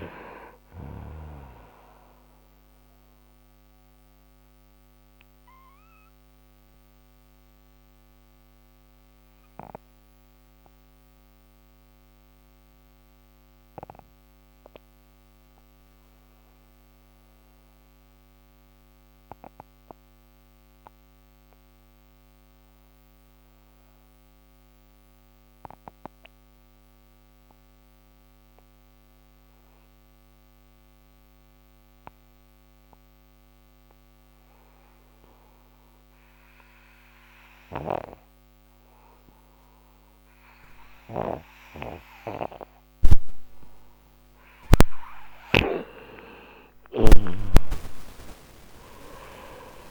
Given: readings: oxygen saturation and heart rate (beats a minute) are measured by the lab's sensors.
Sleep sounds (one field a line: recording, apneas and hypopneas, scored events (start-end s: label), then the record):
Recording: breathing in sleep by a microphone on the trachea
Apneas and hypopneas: 1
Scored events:
0.00-19.00 s: oxygen desaturation (device-marked, oxygen 95% before, 90% lowest, heart rate 104 before, 57 extreme)
3.00-44.00 s: mixed apnea (oxygen 98% before, 89% lowest, heart rate 102 before, 56 extreme, up 57 after)
45.00-49.91 s: snoring (device-marked)
45.50-49.50 s: arousal
From the record:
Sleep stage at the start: N2 (light sleep)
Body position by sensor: on the right side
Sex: male